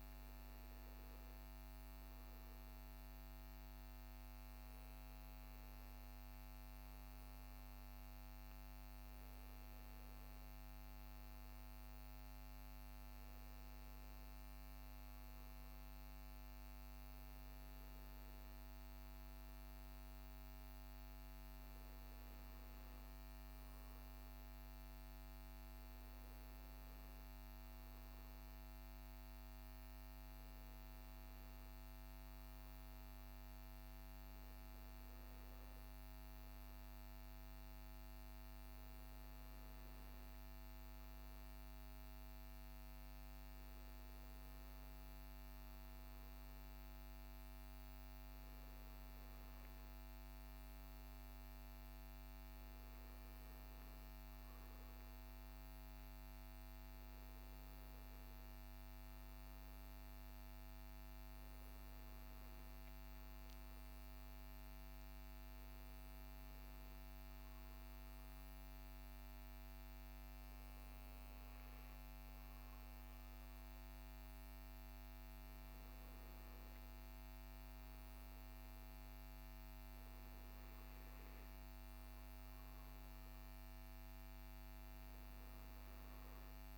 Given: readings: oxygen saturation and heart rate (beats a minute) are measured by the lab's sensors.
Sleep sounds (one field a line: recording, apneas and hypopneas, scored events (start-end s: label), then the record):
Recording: breathing in sleep, hard to hear, by a microphone on the trachea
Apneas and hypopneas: none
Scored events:
none scored
From the record:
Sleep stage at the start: N2 (light sleep)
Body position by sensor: on the right side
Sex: male